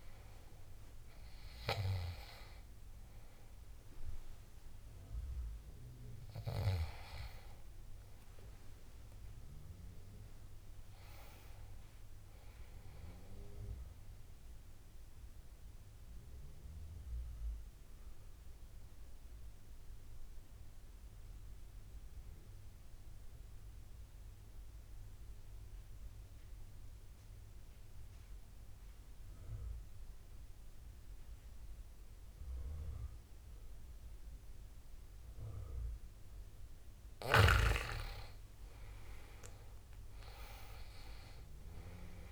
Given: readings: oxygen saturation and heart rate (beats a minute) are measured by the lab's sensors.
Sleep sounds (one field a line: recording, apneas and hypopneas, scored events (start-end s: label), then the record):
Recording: breathing in sleep by a room microphone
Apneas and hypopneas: 1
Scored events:
0.00-15.50 s: oxygen desaturation (device-marked, oxygen 85% lowest, heart rate 69 extreme)
9.00-12.50 s: arousal
14.50-37.50 s: mixed apnea (oxygen 97% before, 84% lowest, heart rate 86 before, 69 extreme, up 8 after)
36.50-42.32 s: oxygen desaturation (device-marked, oxygen 97% before, 84% lowest, heart rate 73 before, 65 extreme)
39.00-42.32 s: arousal
From the record:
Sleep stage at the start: N2 (light sleep)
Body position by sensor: on the back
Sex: male